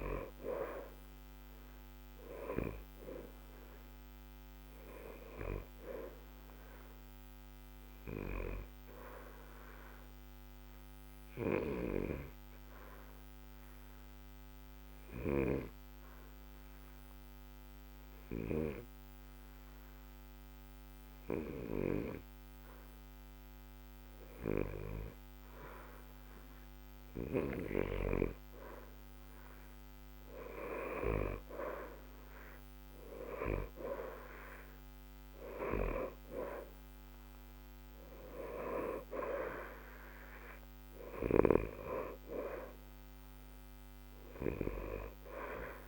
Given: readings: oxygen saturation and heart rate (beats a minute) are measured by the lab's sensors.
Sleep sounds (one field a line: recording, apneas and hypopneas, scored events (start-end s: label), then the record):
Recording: breathing in sleep by a microphone on the trachea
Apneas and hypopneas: 1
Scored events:
0.00-22.50 s: oxygen desaturation (device-marked, oxygen 88% lowest, heart rate 60 extreme)
8.50-28.00 s: mixed apnea (oxygen 93% before, 88% lowest, heart rate 60 before, 60 extreme, up 0 after)
31.50-35.50 s: arousal
42.50-45.87 s: oxygen desaturation (device-marked, oxygen 92% before, 88% lowest, heart rate 60 before, 60 extreme)
From the record:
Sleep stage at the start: N2 (light sleep)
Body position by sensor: on the back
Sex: male